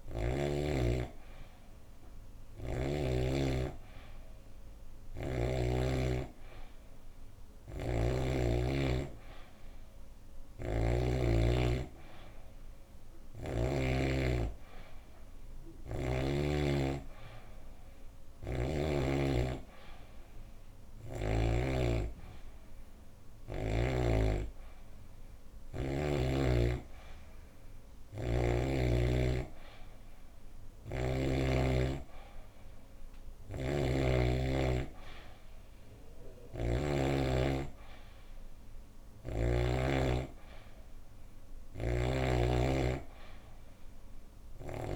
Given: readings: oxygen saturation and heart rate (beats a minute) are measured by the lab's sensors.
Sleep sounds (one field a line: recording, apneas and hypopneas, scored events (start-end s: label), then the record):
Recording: breathing in sleep by a room microphone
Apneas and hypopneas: none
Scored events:
10.00-13.50 s: snoring (device-marked)
33.00-36.50 s: snoring (device-marked)
41.00-44.95 s: snoring (device-marked)
From the record:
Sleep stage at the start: N3 (deep sleep)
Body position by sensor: on the back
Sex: female